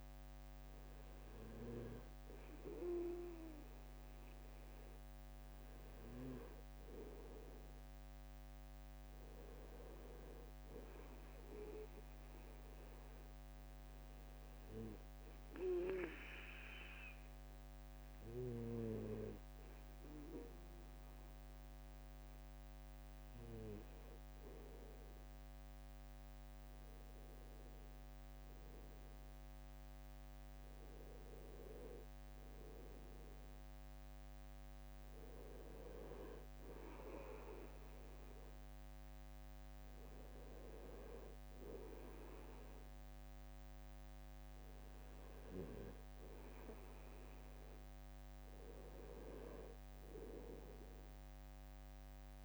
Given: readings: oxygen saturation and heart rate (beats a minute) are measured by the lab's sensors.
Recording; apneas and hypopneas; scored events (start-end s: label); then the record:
breathing in sleep by a microphone on the trachea; 1
11.50-22.50 s: hypopnea (oxygen 95% before, 93% lowest, heart rate 70 before, 65 extreme, up 5 after)
26.00-30.50 s: arousal
From the record:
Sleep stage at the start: N2 (light sleep); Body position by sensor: on the right side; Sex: male